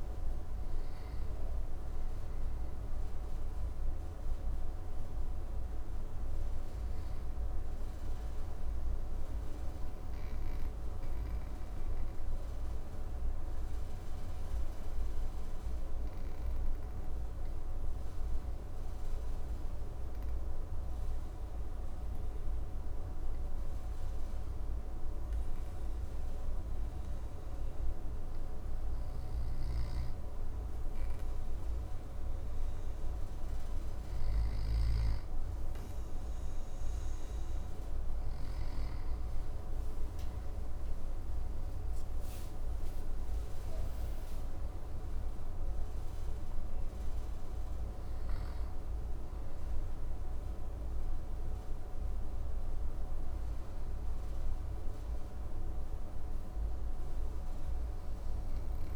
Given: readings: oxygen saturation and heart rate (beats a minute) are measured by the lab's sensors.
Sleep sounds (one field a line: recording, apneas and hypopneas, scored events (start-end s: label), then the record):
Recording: breathing in sleep, hard to hear, by a room microphone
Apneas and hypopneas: 1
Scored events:
15.50-58.96 s: new sleep stage, N2 (light sleep)
17.00-32.50 s: obstructive apnea (oxygen 100% before, 96% lowest, heart rate 68 before, 58 extreme, up 3 after)
41.00-45.00 s: arousal
From the record:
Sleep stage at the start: N1 (lightest sleep)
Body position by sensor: on the back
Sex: male